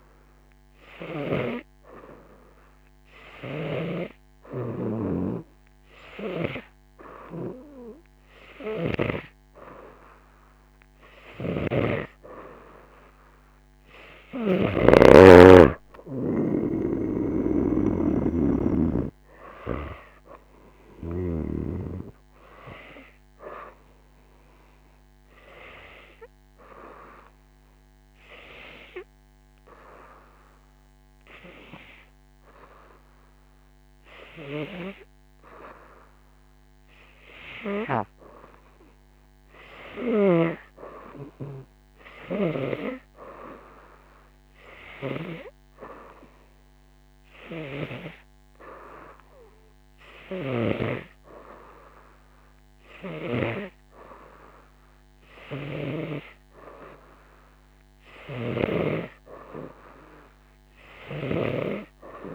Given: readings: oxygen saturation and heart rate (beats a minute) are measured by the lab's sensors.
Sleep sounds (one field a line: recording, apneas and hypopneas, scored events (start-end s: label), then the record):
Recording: breathing in sleep by a microphone on the trachea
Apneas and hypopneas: 1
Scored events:
3.50-15.00 s: snoring (device-marked)
19.50-22.50 s: arousal
23.50-31.50 s: oxygen desaturation (device-marked, oxygen 92% before, 88% lowest, heart rate 88 before, 86 extreme)
26.00-38.50 s: hypopnea (oxygen 92% before, 88% lowest, heart rate 88 before, 86 extreme, up 1 after)
40.50-43.50 s: arousal
41.50-55.50 s: oxygen desaturation (device-marked, oxygen 97% before, 91% lowest, heart rate 88 before, 85 extreme)
50.00-53.50 s: snoring (device-marked)
58.00-62.35 s: snoring (device-marked)
From the record:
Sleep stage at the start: N2 (light sleep)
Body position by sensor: on the right side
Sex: female